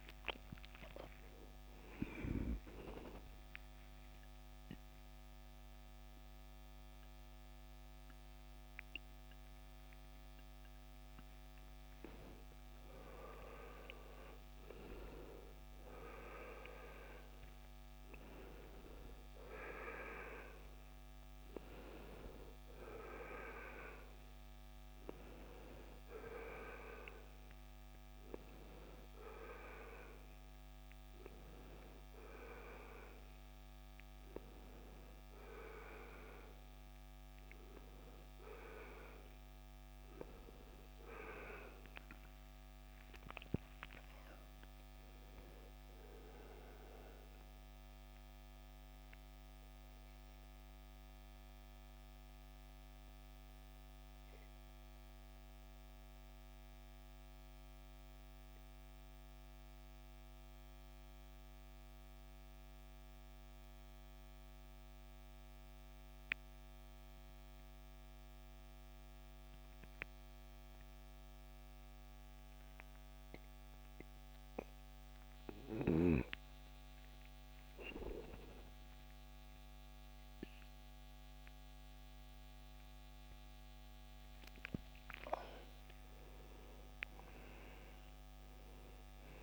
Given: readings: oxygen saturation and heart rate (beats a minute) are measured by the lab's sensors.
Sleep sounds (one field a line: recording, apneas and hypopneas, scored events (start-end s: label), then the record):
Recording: breathing in sleep by a microphone on the trachea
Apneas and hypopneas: 1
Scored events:
0.00-2.50 s: arousal
0.00-45.50 s: oxygen desaturation (device-marked, oxygen 78% lowest, heart rate 54 extreme)
46.50-76.00 s: mixed apnea (oxygen 96% before, 86% lowest, heart rate 81 before, 54 extreme, up 10 after)
77.50-82.50 s: arousal
80.50-89.43 s: oxygen desaturation (device-marked, oxygen 97% before, 86% lowest, heart rate 59 before, 47 extreme)
From the record:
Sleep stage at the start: N2 (light sleep)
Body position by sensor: on the back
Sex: male